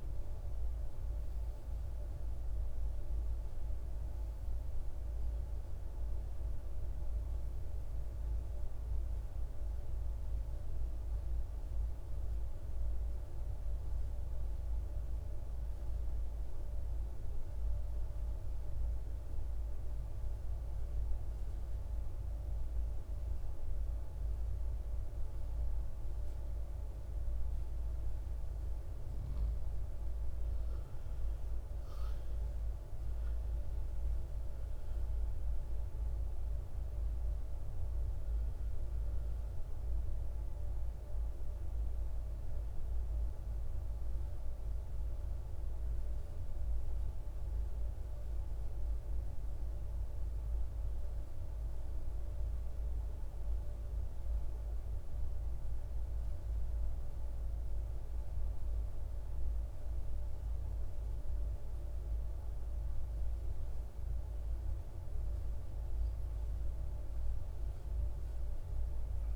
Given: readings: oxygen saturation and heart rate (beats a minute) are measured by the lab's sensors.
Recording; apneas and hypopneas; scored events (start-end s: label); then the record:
breathing in sleep, hard to hear, by a room microphone; 2
0.00-8.00 s: oxygen desaturation (device-marked, oxygen 91% lowest, heart rate 54 extreme)
6.50-10.50 s: arousal
13.00-28.50 s: obstructive apnea (oxygen 98% before, 90% lowest, heart rate 63 before, 55 extreme, up 15 after)
29.00-55.00 s: oxygen desaturation (device-marked, oxygen 97% before, 90% lowest, heart rate 56 before, 55 extreme)
30.50-35.50 s: arousal
51.00-64.50 s: obstructive apnea (oxygen 97% before, 89% lowest, heart rate 64 before, 56 extreme, up 9 after)
66.00-69.36 s: arousal
From the record:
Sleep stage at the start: N2 (light sleep); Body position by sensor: on the right side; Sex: male